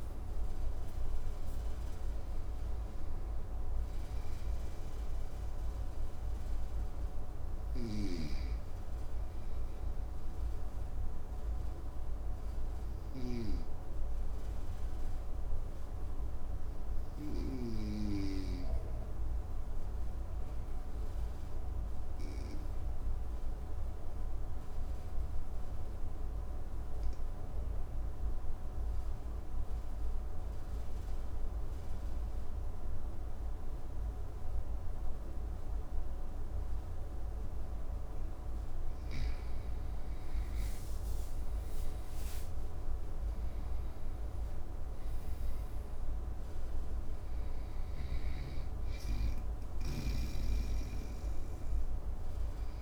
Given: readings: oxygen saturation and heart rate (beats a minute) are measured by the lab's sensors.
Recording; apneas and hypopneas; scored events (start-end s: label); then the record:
breathing in sleep, hard to hear, by a room microphone; 1
0.00-17.50 s: oxygen desaturation (device-marked, oxygen 90% lowest, heart rate 53 extreme)
11.50-36.50 s: obstructive apnea (oxygen 96% before, 90% lowest, heart rate 63 before, 53 extreme, up 10 after)
36.50-52.82 s: oxygen desaturation (device-marked, oxygen 99% before, 92% lowest, heart rate 54 before, 53 extreme)
39.50-44.00 s: arousal
47.50-52.82 s: snoring (device-marked)
From the record:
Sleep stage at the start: N2 (light sleep); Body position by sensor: on the right side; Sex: male